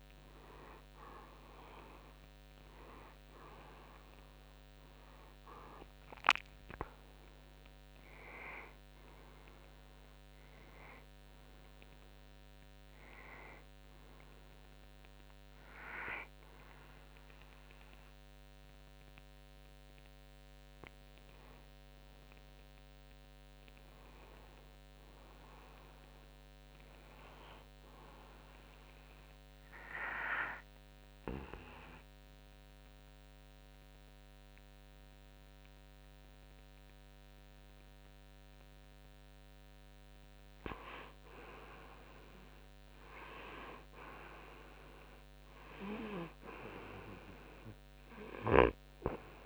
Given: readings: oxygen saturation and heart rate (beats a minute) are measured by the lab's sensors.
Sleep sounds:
breathing in sleep by a microphone on the trachea; 1
13.00-32.00 s: oxygen desaturation (device-marked, oxygen 97% before, 94% lowest, heart rate 66 before, 56 extreme)
25.00-28.50 s: arousal
30.50-41.50 s: obstructive apnea (oxygen 97% before, 92% lowest, heart rate 59 before, 58 extreme, up 5 after)
45.50-49.00 s: arousal
From the record:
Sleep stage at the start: N2 (light sleep); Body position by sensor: on the back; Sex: male

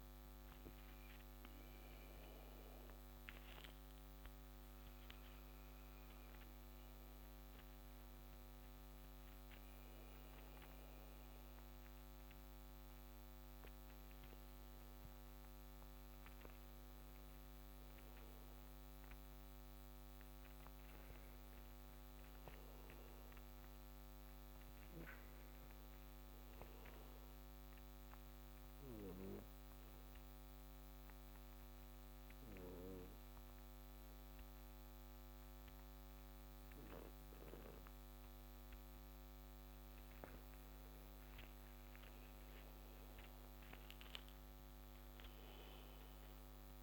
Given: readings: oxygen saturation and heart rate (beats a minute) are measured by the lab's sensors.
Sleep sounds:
breathing in sleep, hard to hear, by a microphone on the trachea; 2
0.00-3.50 s: arousal
5.50-17.50 s: hypopnea (oxygen 95% before, 89% lowest)
19.00-23.00 s: arousal
27.00-39.50 s: mixed apnea (oxygen 95% before, 89% lowest)
29.50-46.83 s: new sleep stage, N2 (light sleep)
42.00-46.00 s: arousal
From the record:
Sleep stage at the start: REM sleep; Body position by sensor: on the back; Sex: male

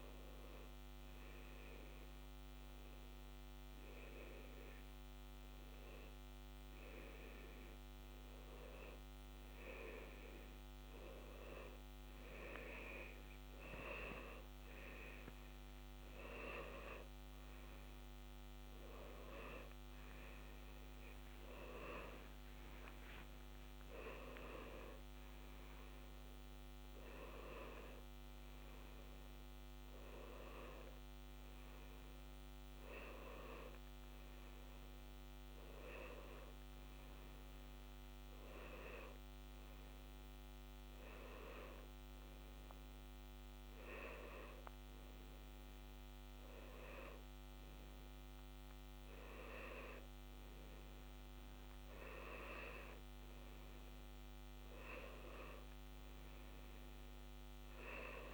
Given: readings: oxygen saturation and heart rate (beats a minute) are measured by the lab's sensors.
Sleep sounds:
breathing in sleep by a microphone on the trachea; 1
0.50-11.00 s: hypopnea (oxygen 94% before, 92% lowest, heart rate 63 before, 60 extreme, up 0 after)
15.00-20.50 s: arousal
From the record:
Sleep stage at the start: N1 (lightest sleep); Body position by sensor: on the left side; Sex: male

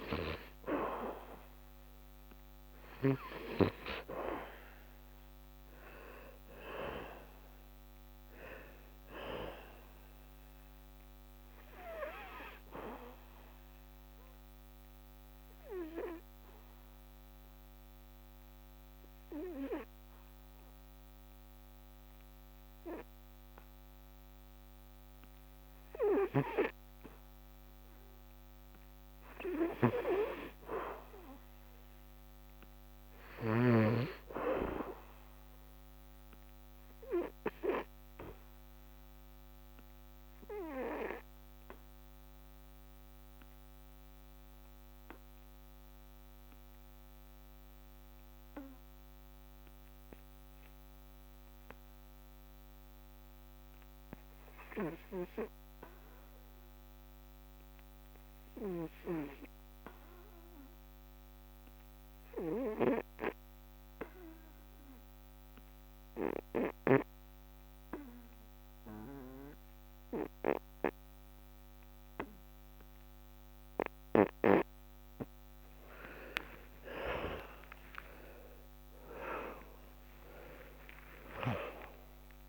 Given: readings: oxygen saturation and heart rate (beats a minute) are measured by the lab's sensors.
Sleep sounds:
breathing in sleep by a microphone on the trachea; 2
0.00-4.00 s: arousal
0.00-34.00 s: oxygen desaturation (device-marked, oxygen 80% lowest, heart rate 61 extreme)
14.50-28.50 s: obstructive apnea (oxygen 94% before, 77% lowest, heart rate 75 before, 63 extreme, up 0 after)
29.50-35.00 s: arousal
38.50-74.50 s: obstructive apnea (oxygen 96% before, 70% lowest, heart rate 74 before, 57 extreme, up 29 after)
42.00-70.00 s: oxygen desaturation (device-marked, oxygen 96% before, 83% lowest, heart rate 72 before, 57 extreme)
72.00-82.48 s: oxygen desaturation (device-marked, oxygen 92% before, 70% lowest, heart rate 60 before, 67 extreme)
77.00-81.00 s: arousal
From the record:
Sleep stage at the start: N2 (light sleep); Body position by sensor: on the back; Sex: male

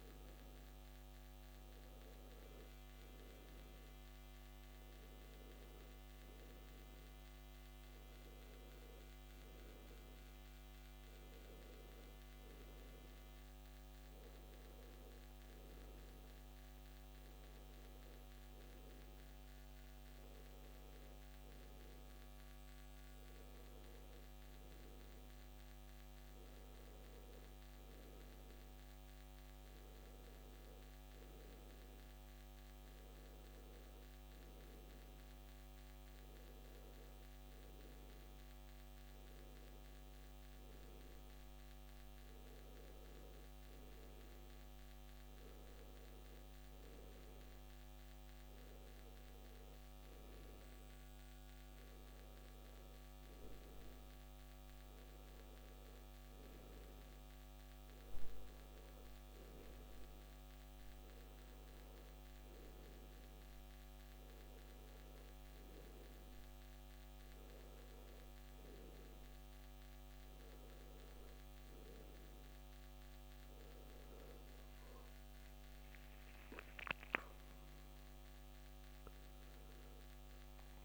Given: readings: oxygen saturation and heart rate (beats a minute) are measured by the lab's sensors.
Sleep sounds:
breathing in sleep, hard to hear, by a microphone on the trachea; none
none scored
From the record:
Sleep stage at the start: N1 (lightest sleep); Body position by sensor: on the back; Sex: male

